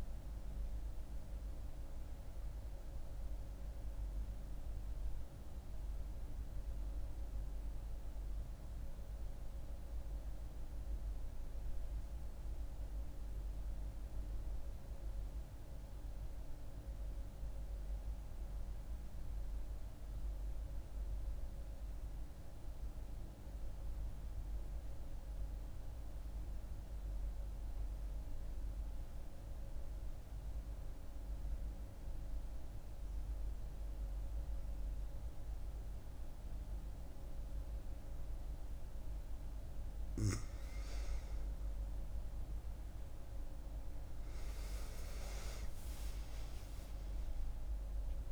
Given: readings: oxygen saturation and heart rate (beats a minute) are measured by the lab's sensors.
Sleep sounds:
breathing in sleep, hard to hear, by a room microphone; 1
0.00-6.50 s: oxygen desaturation (device-marked, oxygen 92% lowest, heart rate 68 extreme)
12.50-39.50 s: mixed apnea (oxygen 97% before, 92% lowest, heart rate 79 before, 68 extreme, up 9 after)
38.50-48.32 s: oxygen desaturation (device-marked, oxygen 98% before, 92% lowest, heart rate 70 before, 65 extreme)
42.50-46.50 s: arousal
From the record:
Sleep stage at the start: N2 (light sleep); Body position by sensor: on the back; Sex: female

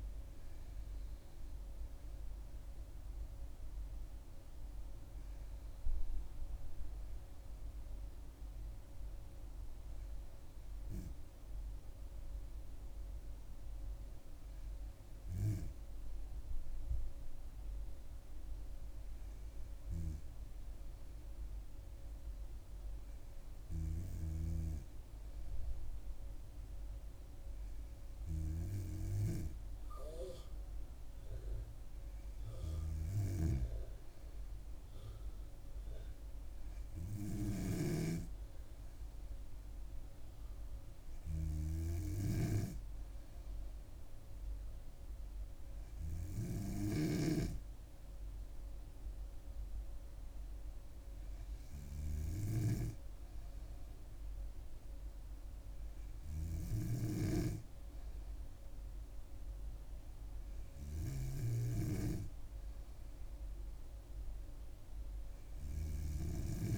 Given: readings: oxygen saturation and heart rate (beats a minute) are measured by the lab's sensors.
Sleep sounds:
breathing in sleep by a room microphone; none
none scored
From the record:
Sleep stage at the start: N2 (light sleep); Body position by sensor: on the back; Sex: female

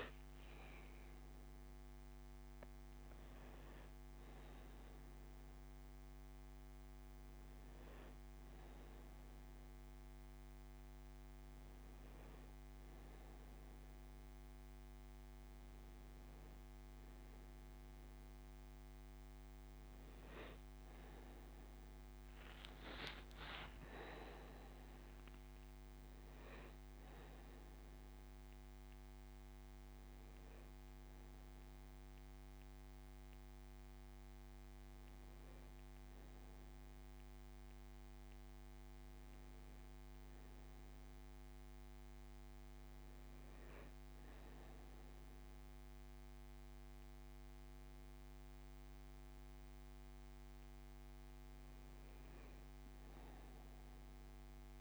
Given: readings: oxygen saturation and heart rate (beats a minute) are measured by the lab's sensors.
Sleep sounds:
a person awake in a sleep study, hard to hear, by a microphone on the trachea; none
none scored
From the record:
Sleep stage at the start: awake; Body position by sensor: on the back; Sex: male

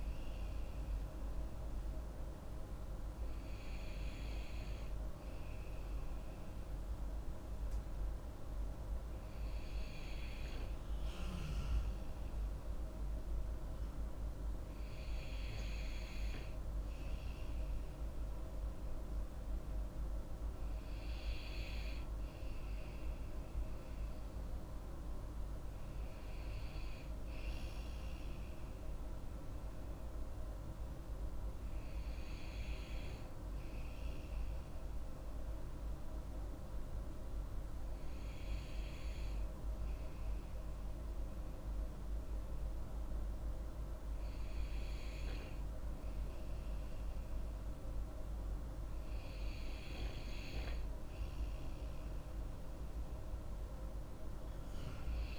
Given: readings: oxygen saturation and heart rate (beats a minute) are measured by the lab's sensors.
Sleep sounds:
breathing in sleep, hard to hear, by a room microphone; 1
33.50-47.50 s: hypopnea (oxygen 95% before, 94% lowest)
49.50-54.00 s: arousal
From the record:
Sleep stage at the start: N2 (light sleep); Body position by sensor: on the back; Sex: female

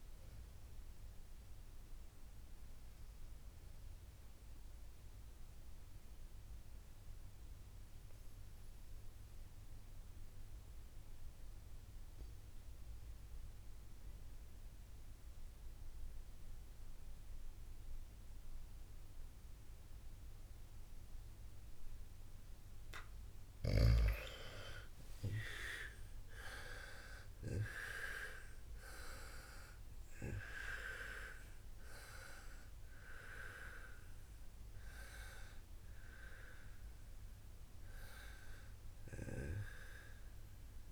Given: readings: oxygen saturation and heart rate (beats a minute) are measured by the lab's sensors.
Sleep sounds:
breathing in sleep by a room microphone; 1
0.00-14.50 s: oxygen desaturation (device-marked, oxygen 91% lowest, heart rate 50 extreme)
5.00-23.50 s: obstructive apnea (oxygen 96% before, 91% lowest, heart rate 64 before, 51 extreme, up 33 after)
25.50-29.50 s: arousal
30.50-40.91 s: oxygen desaturation (device-marked, oxygen 98% before, 91% lowest, heart rate 60 before, 50 extreme)
From the record:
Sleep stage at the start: N2 (light sleep); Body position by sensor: on the back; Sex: female

